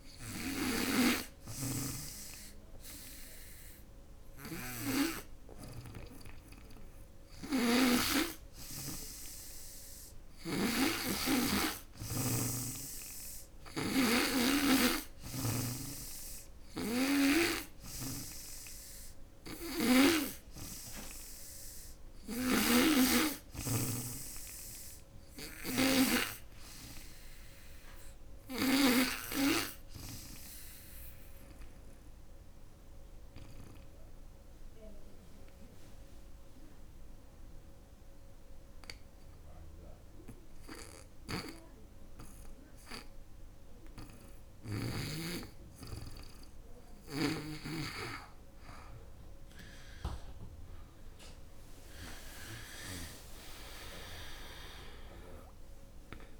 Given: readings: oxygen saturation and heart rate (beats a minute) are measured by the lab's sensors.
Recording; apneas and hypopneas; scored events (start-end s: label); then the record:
breathing in sleep by a room microphone; 1
0.00-1.00 s: snoring (device-marked)
9.50-13.50 s: snoring (device-marked)
21.50-25.50 s: snoring (device-marked)
28.00-43.50 s: obstructive apnea (oxygen 100% before, 85% lowest, heart rate 78 before, 59 extreme, up 7 after)
45.00-47.50 s: arousal
From the record:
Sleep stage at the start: N2 (light sleep); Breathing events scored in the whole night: 163 in 5.4 hours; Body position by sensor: on the back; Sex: female